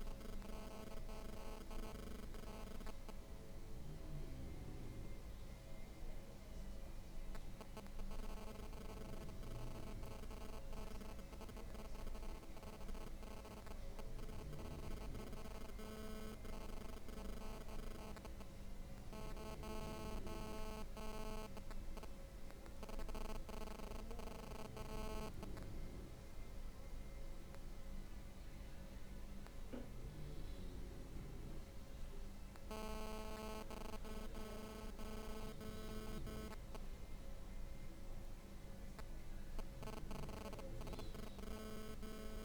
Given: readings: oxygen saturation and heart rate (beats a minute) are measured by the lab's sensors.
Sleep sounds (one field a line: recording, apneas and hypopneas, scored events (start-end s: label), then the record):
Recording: breathing in sleep by a room microphone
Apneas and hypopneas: none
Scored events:
none scored
From the record:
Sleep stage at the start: N2 (light sleep)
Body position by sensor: on the back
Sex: female